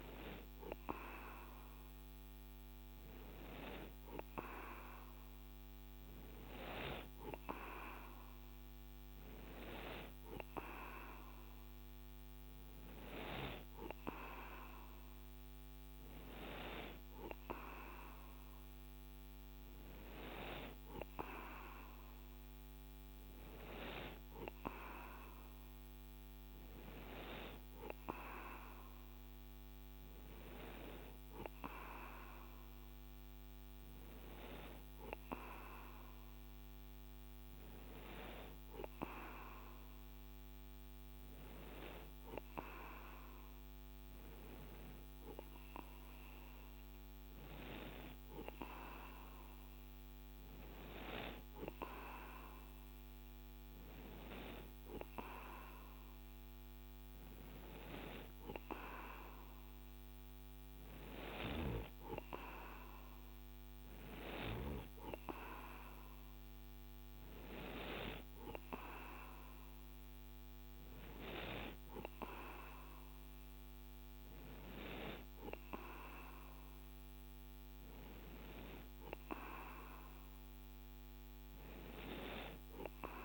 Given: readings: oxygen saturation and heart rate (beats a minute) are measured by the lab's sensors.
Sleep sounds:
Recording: breathing in sleep by a microphone on the trachea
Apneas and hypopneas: none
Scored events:
none scored
From the record:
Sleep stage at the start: N2 (light sleep)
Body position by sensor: on the right side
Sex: male

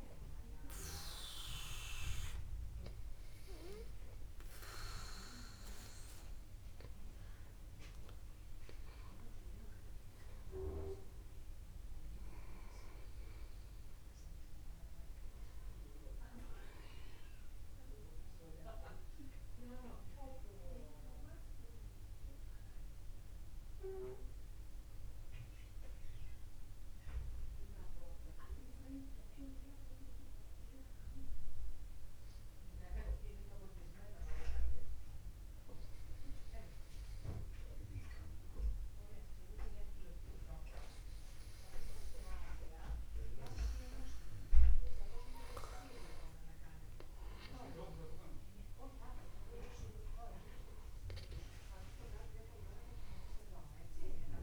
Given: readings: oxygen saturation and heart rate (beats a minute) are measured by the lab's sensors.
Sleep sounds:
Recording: breathing in sleep by a room microphone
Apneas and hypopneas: 1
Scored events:
6.50-8.50 s: long interval between heartbeats (device-marked, heart rate 56 before, 59 extreme)
15.00-19.00 s: arousal
18.50-20.50 s: long interval between heartbeats (device-marked, heart rate 59 before, 59 extreme)
24.00-45.00 s: mixed apnea (oxygen 96% before, 94% lowest, heart rate 59 before, 50 extreme, up 18 after)
24.50-26.50 s: long interval between heartbeats (device-marked, heart rate 59 before, 69 extreme)
41.50-43.50 s: long interval between heartbeats (device-marked, heart rate 57 before, 58 extreme)
47.00-51.50 s: arousal
48.50-50.50 s: long interval between heartbeats (device-marked, heart rate 54 before, 66 extreme)
From the record:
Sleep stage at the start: N2 (light sleep)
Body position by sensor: upright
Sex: male

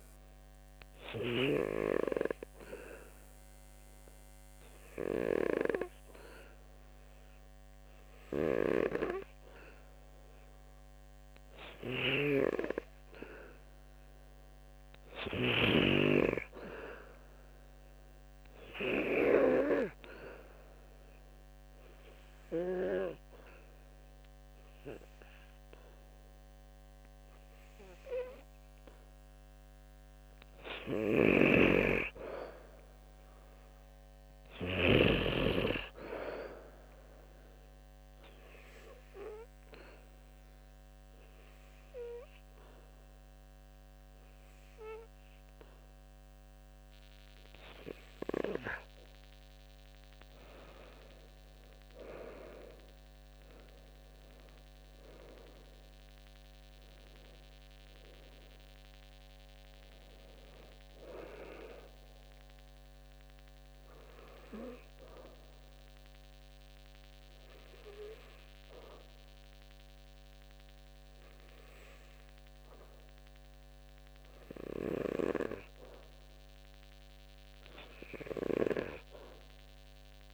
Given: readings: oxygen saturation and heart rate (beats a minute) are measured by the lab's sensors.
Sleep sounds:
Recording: breathing in sleep by a microphone on the trachea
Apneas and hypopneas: 4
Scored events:
0.50-12.00 s: obstructive apnea (oxygen 93% before, 91% lowest, heart rate 76 before, 73 extreme, up 1 after)
14.50-17.50 s: arousal
21.00-31.00 s: obstructive apnea (oxygen 93% before, 91% lowest, heart rate 76 before, 68 extreme, up 1 after)
30.50-35.00 s: snoring (device-marked)
32.50-36.00 s: arousal
40.00-50.50 s: obstructive apnea (oxygen 93% before, 91% lowest, heart rate 75 before, 68 extreme, up 12 after)
53.50-57.00 s: arousal
65.50-76.00 s: obstructive apnea (oxygen 93% before, 91% lowest, heart rate 75 before, 69 extreme, up 0 after)
From the record:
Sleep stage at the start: N2 (light sleep)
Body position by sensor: on the back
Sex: male

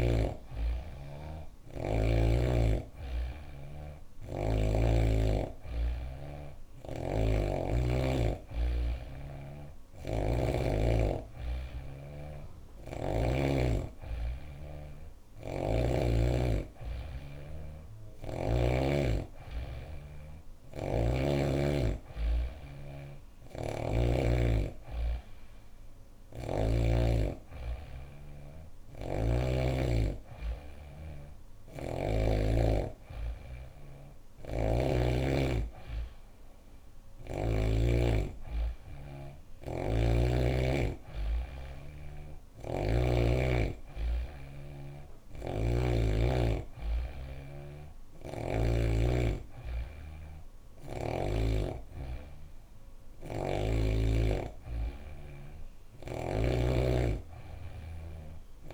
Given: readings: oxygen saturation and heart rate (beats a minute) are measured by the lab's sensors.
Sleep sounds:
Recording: breathing in sleep by a room microphone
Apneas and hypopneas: none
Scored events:
none scored
From the record:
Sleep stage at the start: N3 (deep sleep)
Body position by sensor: on the back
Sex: female

